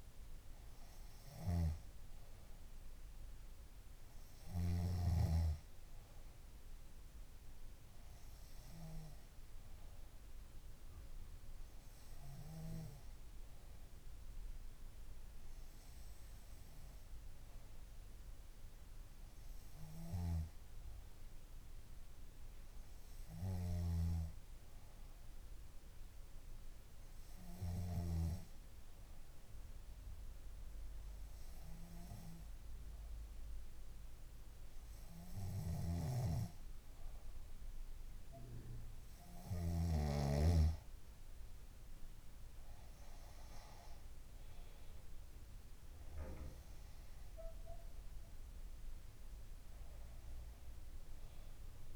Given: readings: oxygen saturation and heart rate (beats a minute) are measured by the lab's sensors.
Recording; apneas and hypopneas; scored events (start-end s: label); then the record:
breathing in sleep by a room microphone; 1
0.00-2.00 s: snoring (device-marked)
27.00-39.50 s: hypopnea (oxygen 95% before, 91% lowest, heart rate 69 before, 64 extreme, up 4 after)
44.00-47.00 s: arousal
48.50-51.95 s: oxygen desaturation (device-marked, oxygen 94% before, 91% lowest, heart rate 68 before, 65 extreme)
From the record:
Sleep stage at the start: N2 (light sleep); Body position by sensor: on the back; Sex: female